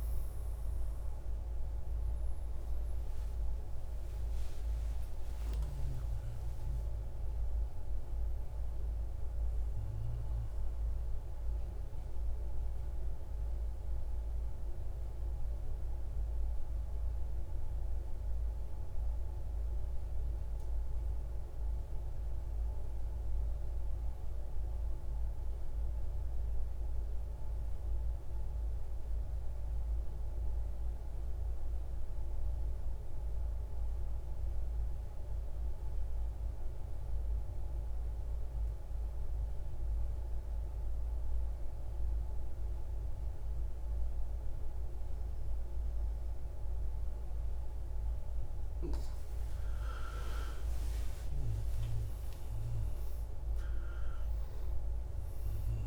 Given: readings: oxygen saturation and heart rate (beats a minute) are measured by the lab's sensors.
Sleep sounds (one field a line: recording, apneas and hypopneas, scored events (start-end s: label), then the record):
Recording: breathing in sleep, hard to hear, by a room microphone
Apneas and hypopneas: 1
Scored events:
0.00-20.00 s: oxygen desaturation (device-marked, oxygen 87% lowest, heart rate 89 extreme)
4.00-8.50 s: arousal
11.00-47.50 s: central apnea (oxygen 96% before, 89% lowest, heart rate 155 before, 78 extreme, up 33 after)
40.00-55.87 s: oxygen desaturation (device-marked, oxygen 99% before, 92% lowest, heart rate 148 before, 78 extreme)
49.00-53.50 s: arousal
From the record:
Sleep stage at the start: N2 (light sleep)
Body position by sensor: on the right side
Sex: male